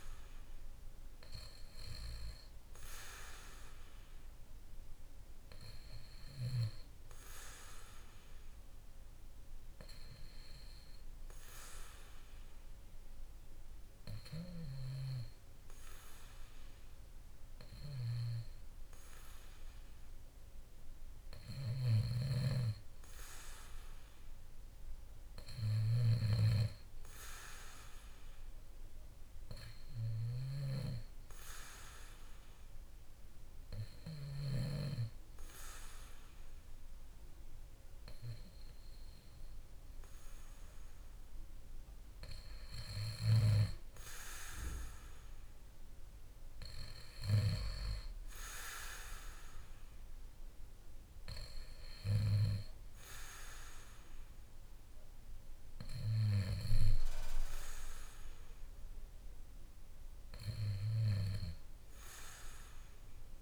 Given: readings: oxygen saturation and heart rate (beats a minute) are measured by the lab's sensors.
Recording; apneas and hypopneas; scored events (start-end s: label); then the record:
breathing in sleep by a room microphone; none
21.50-34.50 s: snoring (device-marked)
From the record:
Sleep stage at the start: N2 (light sleep); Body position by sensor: on the back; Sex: male